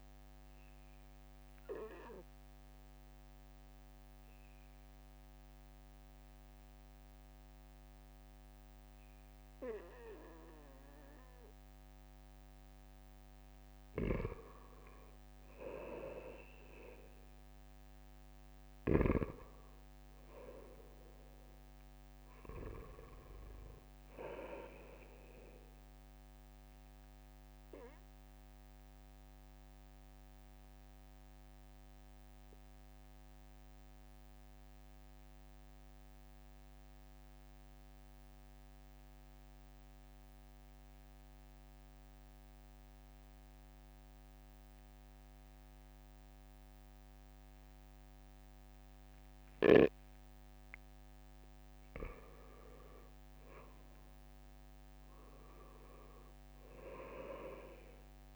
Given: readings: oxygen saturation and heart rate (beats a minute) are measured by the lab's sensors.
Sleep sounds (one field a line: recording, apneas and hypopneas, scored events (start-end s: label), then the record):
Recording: breathing in sleep by a microphone on the trachea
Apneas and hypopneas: 2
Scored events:
0.50-13.50 s: obstructive apnea (oxygen 97% before, 93% lowest, heart rate 69 before, 62 extreme, up 3 after)
1.50-11.50 s: oxygen desaturation (device-marked, oxygen 96% before, 93% lowest, heart rate 69 before, 62 extreme)
15.50-19.50 s: arousal
19.00-20.00 s: leg movement (device-marked)
27.00-51.50 s: obstructive apnea (oxygen 96% before, 90% lowest, heart rate 68 before, 63 extreme, up 4 after)
53.00-56.00 s: arousal
53.50-58.36 s: oxygen desaturation (device-marked, oxygen 97% before, 93% lowest, heart rate 67 before, 63 extreme)
From the record:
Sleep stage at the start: N2 (light sleep)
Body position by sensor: on the right side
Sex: male